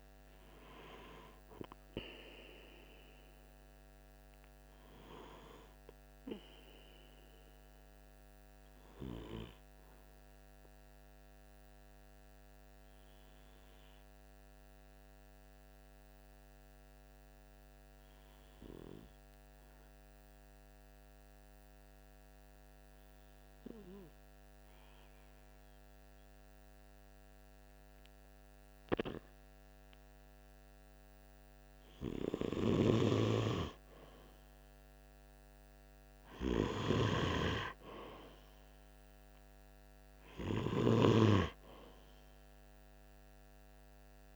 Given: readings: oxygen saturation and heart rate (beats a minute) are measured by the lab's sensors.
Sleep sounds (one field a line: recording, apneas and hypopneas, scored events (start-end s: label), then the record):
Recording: breathing in sleep by a microphone on the trachea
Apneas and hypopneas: 1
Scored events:
1.50-21.50 s: oxygen desaturation (device-marked, oxygen 96% before, 93% lowest, heart rate 48 before, 44 extreme)
5.50-31.50 s: obstructive apnea (oxygen 97% before, 93% lowest, heart rate 48 before, 44 extreme, up 1 after)
33.50-38.00 s: arousal
From the record:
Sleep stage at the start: N2 (light sleep)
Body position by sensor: on the right side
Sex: male